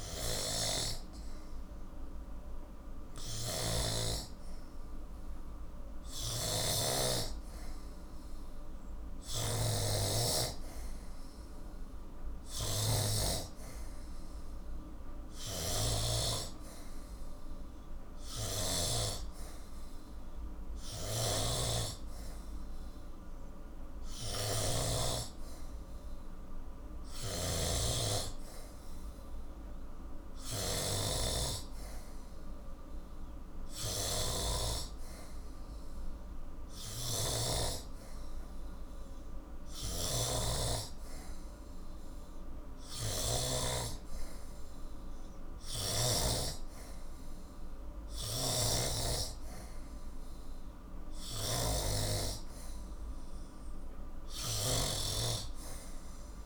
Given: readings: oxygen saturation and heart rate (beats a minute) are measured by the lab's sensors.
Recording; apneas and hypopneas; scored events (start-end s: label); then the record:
breathing in sleep by a room microphone; none
0.00-6.00 s: oxygen desaturation (device-marked, oxygen 97% before, 92% lowest, heart rate 52 before, 59 extreme)
0.00-19.00 s: snoring (device-marked)
15.00-27.00 s: oxygen desaturation (device-marked, oxygen 94% before, 91% lowest, heart rate 59 before, 56 extreme)
21.00-43.50 s: snoring (device-marked)
48.00-56.45 s: snoring (device-marked)
From the record:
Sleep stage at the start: N2 (light sleep); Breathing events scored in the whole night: 169 in 4.0 hours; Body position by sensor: on the back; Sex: male